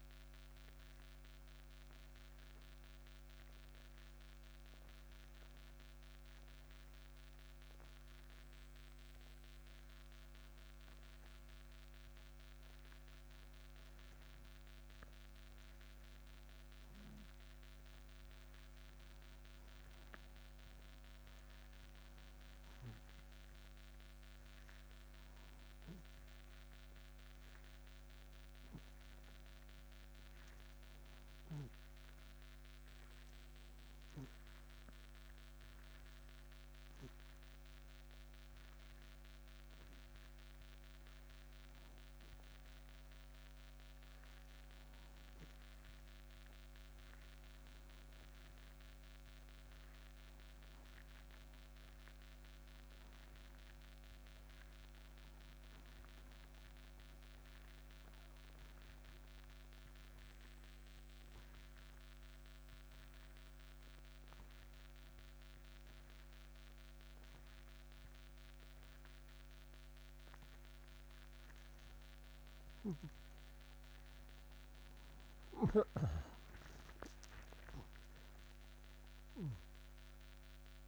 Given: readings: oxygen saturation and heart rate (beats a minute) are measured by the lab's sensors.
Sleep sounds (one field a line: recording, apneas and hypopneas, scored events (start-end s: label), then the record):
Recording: breathing in sleep, hard to hear, by a microphone on the trachea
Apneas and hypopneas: 2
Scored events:
4.00-14.00 s: oxygen desaturation (device-marked, oxygen 93% before, 85% lowest, heart rate 121 before, 62 extreme)
26.00-28.50 s: arousal
29.00-54.00 s: oxygen desaturation (device-marked, oxygen 97% before, 93% lowest, heart rate 79 before, 62 extreme)
33.00-43.50 s: hypopnea (oxygen 99% before, 84% lowest, heart rate 74 before, 62 extreme, up 1 after)
46.50-50.00 s: arousal
58.00-71.00 s: obstructive apnea (oxygen 95% before, 84% lowest, heart rate 62 before, 63 extreme, up 6 after)
73.00-80.88 s: new sleep stage, awake
From the record:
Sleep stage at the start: N2 (light sleep)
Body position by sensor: on the back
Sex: male